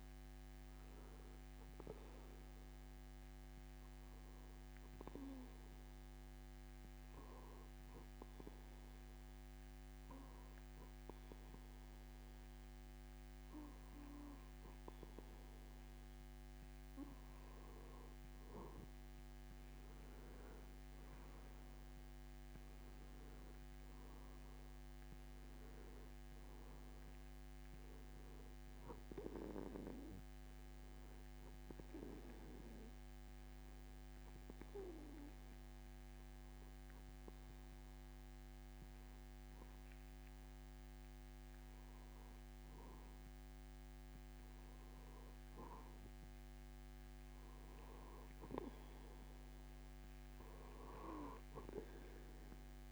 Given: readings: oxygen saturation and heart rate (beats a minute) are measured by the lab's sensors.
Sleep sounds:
breathing in sleep by a microphone on the trachea; 2
5.00-18.50 s: hypopnea (oxygen 94% before, 92% lowest)
20.00-23.00 s: arousal
33.50-45.50 s: hypopnea (oxygen 94% before, 92% lowest)
48.50-51.50 s: arousal
From the record:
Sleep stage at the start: N2 (light sleep); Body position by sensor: on the back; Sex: male

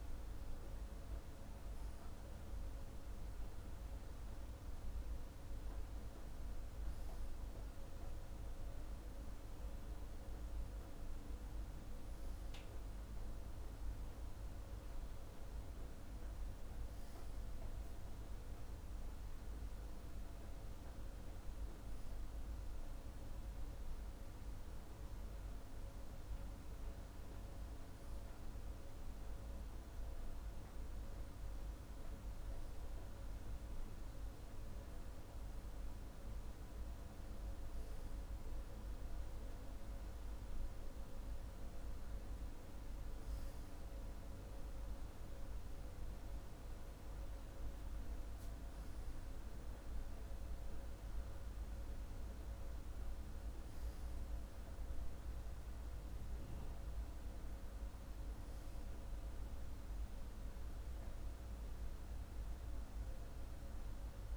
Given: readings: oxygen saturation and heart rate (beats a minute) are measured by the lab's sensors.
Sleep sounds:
breathing in sleep, hard to hear, by a room microphone; none
none scored
From the record:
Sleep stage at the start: N2 (light sleep); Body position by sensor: on the back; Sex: male

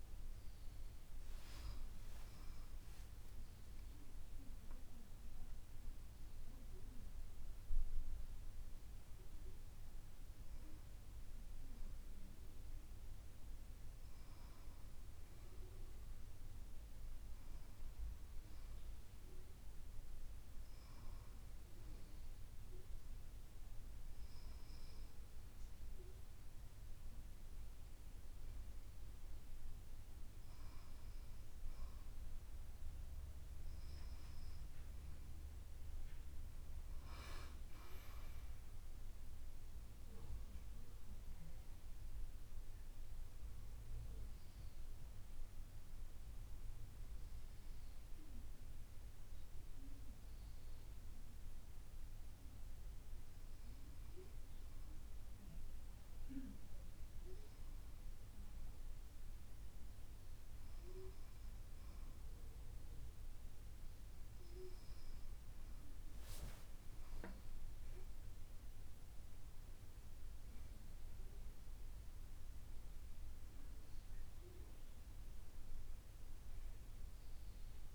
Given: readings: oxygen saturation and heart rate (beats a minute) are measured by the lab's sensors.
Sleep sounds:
breathing in sleep, hard to hear, by a room microphone; 1
38.00-42.00 s: arousal
44.50-55.50 s: hypopnea (oxygen 96% before, 95% lowest, heart rate 78 before, 73 extreme, up 1 after)
58.50-62.50 s: arousal
76.00-77.95 s: new sleep stage, N2 (light sleep)
From the record:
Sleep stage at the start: N1 (lightest sleep); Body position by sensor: on the right side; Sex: female

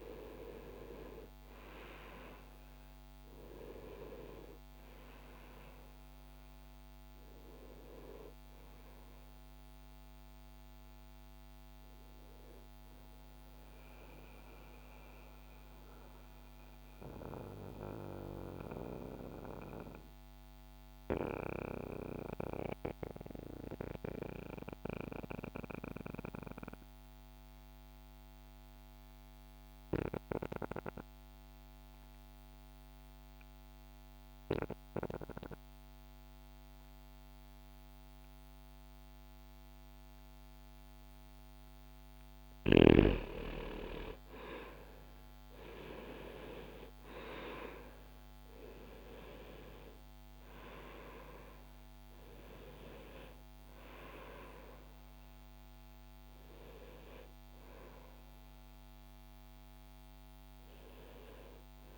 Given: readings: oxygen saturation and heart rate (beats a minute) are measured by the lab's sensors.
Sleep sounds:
breathing in sleep by a microphone on the trachea; 1
0.00-32.50 s: oxygen desaturation (device-marked, oxygen 90% lowest)
12.50-41.00 s: mixed apnea (oxygen 98% before, 87% lowest)
42.50-46.50 s: arousal
44.50-61.98 s: oxygen desaturation (device-marked, oxygen 97% before, 87% lowest)
From the record:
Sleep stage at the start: N2 (light sleep); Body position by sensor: on the back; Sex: male

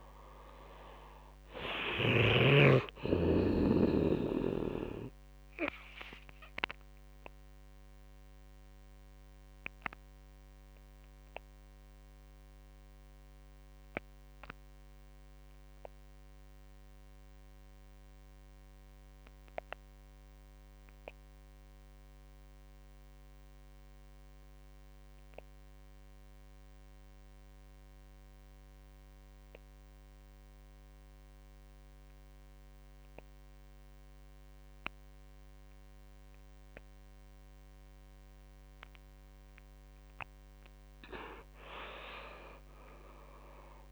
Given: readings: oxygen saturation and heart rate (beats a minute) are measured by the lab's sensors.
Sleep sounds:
breathing in sleep by a microphone on the trachea; 1
0.00-19.50 s: oxygen desaturation (device-marked, oxygen 90% lowest)
5.50-38.50 s: obstructive apnea (oxygen 99% before, 88% lowest)
29.50-43.92 s: oxygen desaturation (device-marked, oxygen 99% before, 88% lowest)
37.50-39.50 s: tachycardia (device-marked)
42.50-43.92 s: arousal
From the record:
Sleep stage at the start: N2 (light sleep); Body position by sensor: on the right side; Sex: male

